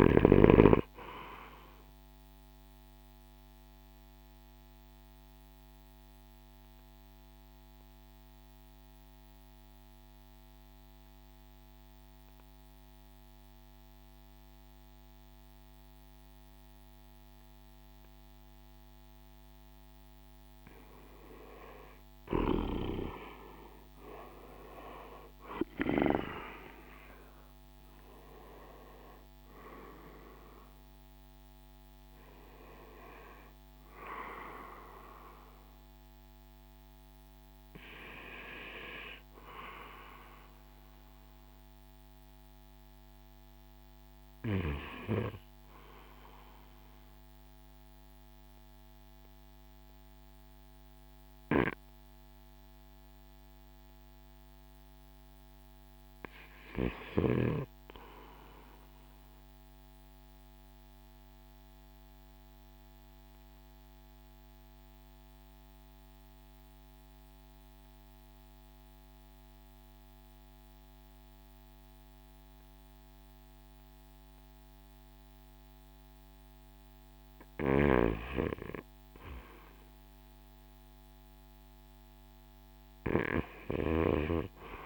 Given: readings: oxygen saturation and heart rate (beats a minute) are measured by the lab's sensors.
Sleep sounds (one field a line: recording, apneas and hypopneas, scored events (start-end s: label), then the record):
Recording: breathing in sleep by a microphone on the trachea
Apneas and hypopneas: 2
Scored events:
1.50-19.50 s: mixed apnea (oxygen 96% before, 88% lowest, heart rate 54 before, 50 extreme, up 11 after)
21.50-26.50 s: arousal
21.50-42.50 s: oxygen desaturation (device-marked, oxygen 95% before, 88% lowest, heart rate 53 before, 53 extreme)
49.50-59.50 s: oxygen desaturation (device-marked, oxygen 94% before, 90% lowest, heart rate 58 before, 51 extreme)
59.00-75.50 s: obstructive apnea (oxygen 96% before, 84% lowest, heart rate 54 before, 51 extreme, up 0 after)
72.50-84.86 s: oxygen desaturation (device-marked, oxygen 98% before, 93% lowest, heart rate 54 before, 51 extreme)
78.50-82.00 s: arousal
From the record:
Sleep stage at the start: REM sleep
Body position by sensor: on the right side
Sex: male